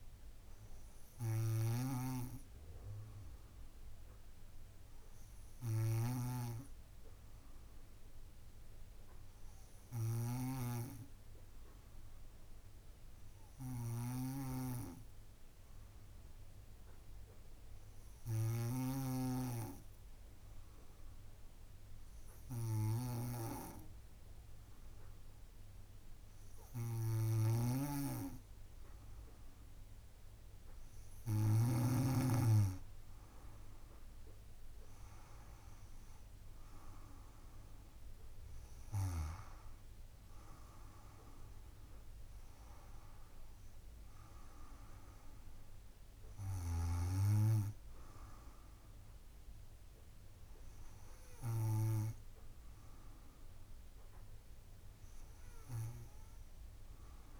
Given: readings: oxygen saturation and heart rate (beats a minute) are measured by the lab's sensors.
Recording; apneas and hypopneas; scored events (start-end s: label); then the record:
breathing in sleep by a room microphone; 1
1.00-29.50 s: hypopnea (oxygen 98% before, 94% lowest, heart rate 59 before, 55 extreme, up 11 after)
14.00-19.00 s: snoring (device-marked)
27.50-32.00 s: snoring (device-marked)
32.50-35.00 s: leg movement (device-marked)
33.50-39.00 s: arousal
35.00-53.00 s: drop in pulse transit time (device-marked, heart rate 59 before, 58 extreme)
35.50-37.00 s: leg movement (device-marked)
41.50-42.50 s: leg movement (device-marked)
From the record:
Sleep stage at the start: N2 (light sleep); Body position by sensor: on the back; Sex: female